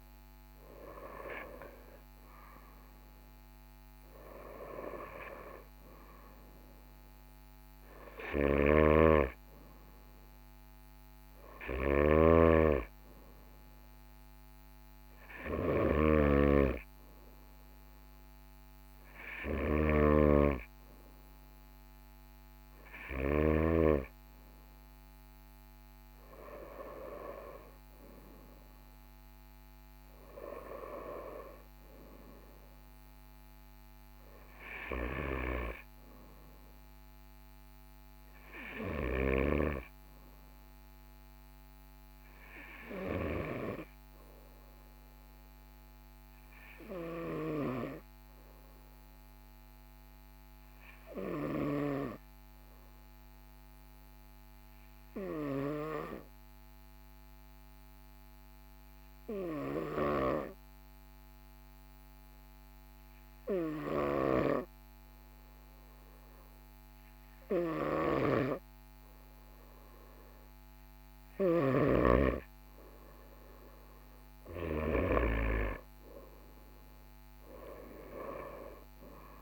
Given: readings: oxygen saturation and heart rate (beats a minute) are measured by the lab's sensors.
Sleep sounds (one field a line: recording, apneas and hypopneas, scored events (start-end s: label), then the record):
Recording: breathing in sleep by a microphone on the trachea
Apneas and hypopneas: 1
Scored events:
8.50-23.50 s: snoring (device-marked)
32.50-37.50 s: arousal
44.50-71.50 s: obstructive apnea (oxygen 98% before, 94% lowest, heart rate 46 before, 44 extreme, up 2 after)
From the record:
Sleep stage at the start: N2 (light sleep)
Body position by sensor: on the right side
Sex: male